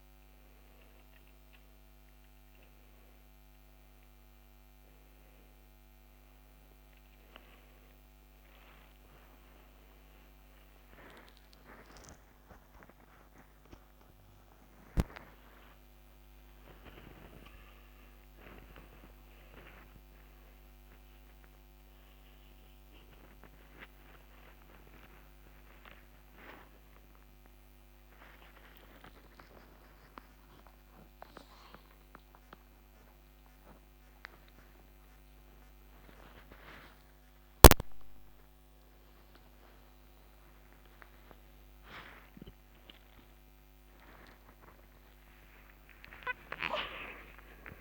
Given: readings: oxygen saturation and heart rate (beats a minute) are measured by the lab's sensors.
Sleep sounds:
a person awake in a sleep study, by a microphone on the trachea; none
none scored
From the record:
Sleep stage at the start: awake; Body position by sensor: upright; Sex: male

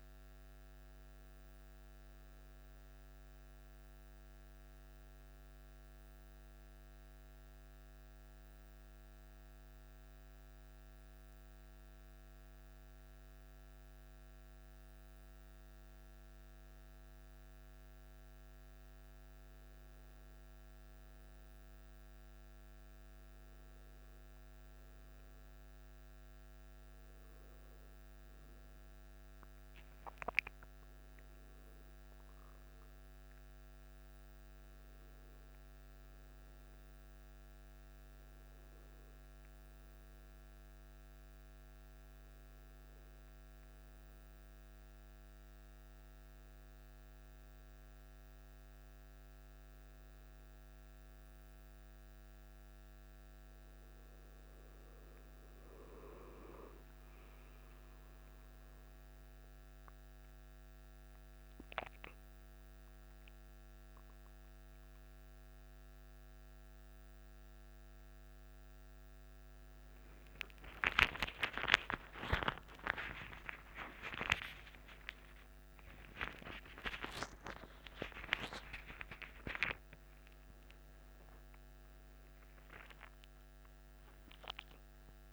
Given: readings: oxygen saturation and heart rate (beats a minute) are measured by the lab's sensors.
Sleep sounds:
a person partly awake in a sleep study, by a microphone on the trachea; none
62.00-85.33 s: new sleep stage, awake
From the record:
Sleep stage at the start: N1 (lightest sleep); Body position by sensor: on the back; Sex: male

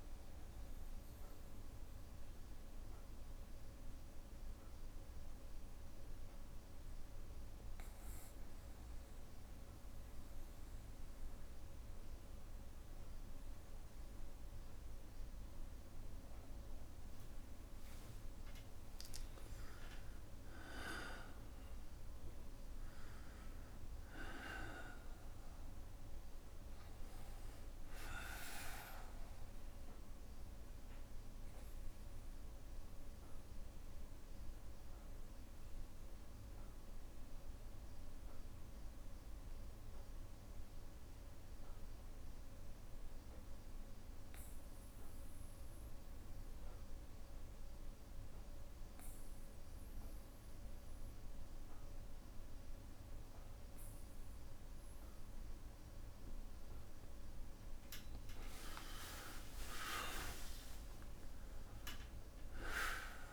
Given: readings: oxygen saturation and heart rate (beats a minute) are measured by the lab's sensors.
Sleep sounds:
a person partly awake in a sleep study, by a room microphone; 2
0.50-63.33 s: new sleep stage, N2 (light sleep)
1.00-18.00 s: obstructive apnea (oxygen 99% before, 92% lowest, heart rate 69 before, 60 extreme, up 4 after)
18.50-42.50 s: oxygen desaturation (device-marked, oxygen 99% before, 95% lowest, heart rate 64 before, 60 extreme)
20.50-25.00 s: arousal
31.50-56.00 s: obstructive apnea (oxygen 99% before, 92% lowest, heart rate 63 before, 60 extreme, up 5 after)
52.50-63.33 s: oxygen desaturation (device-marked, oxygen 99% before, 92% lowest, heart rate 61 before, 60 extreme)
58.00-63.00 s: arousal
From the record:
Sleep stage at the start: awake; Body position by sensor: on the back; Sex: male

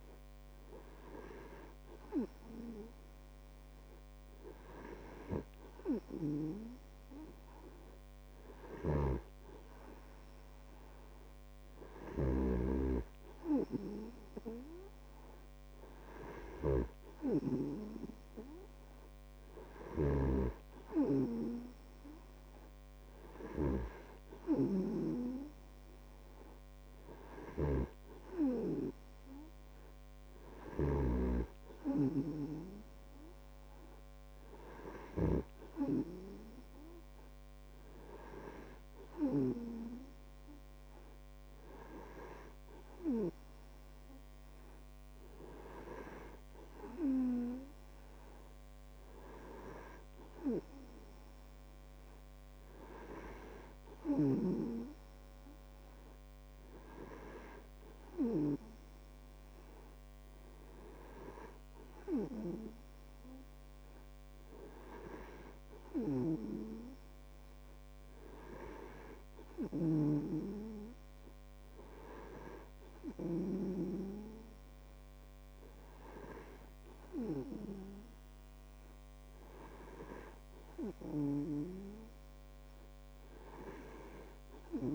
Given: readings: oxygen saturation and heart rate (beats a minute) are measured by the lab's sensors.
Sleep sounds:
breathing in sleep by a microphone on the trachea; none
9.00-36.00 s: snoring (device-marked)
From the record:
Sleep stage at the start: N2 (light sleep); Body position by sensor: on the back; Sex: male

